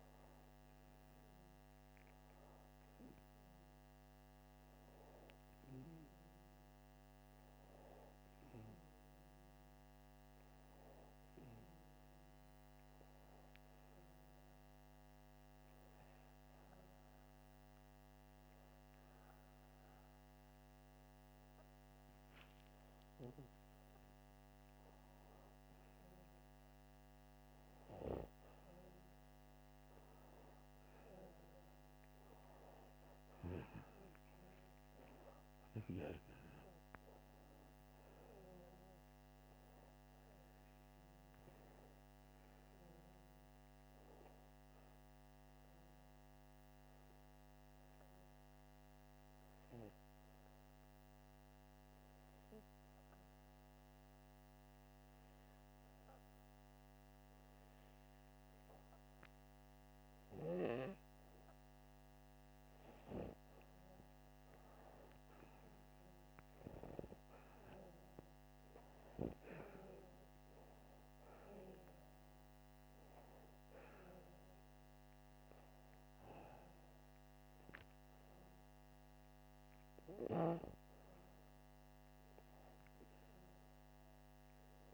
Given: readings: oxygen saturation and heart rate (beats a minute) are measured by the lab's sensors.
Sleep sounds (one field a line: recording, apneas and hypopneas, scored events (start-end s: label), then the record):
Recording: breathing in sleep by a microphone on the trachea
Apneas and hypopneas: 2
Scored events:
13.50-23.50 s: hypopnea (oxygen 98% before, 93% lowest, heart rate 83 before, 83 extreme, up 3 after)
24.00-27.50 s: arousal
41.50-44.50 s: arousal
48.00-59.50 s: hypopnea (oxygen 96% before, 93% lowest, heart rate 85 before, 83 extreme, up 12 after)
60.50-63.50 s: arousal
67.50-84.94 s: oxygen desaturation (device-marked, oxygen 97% before, 93% lowest, heart rate 86 before, 81 extreme)
81.50-84.00 s: arousal
From the record:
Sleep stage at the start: N2 (light sleep)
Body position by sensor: upright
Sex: male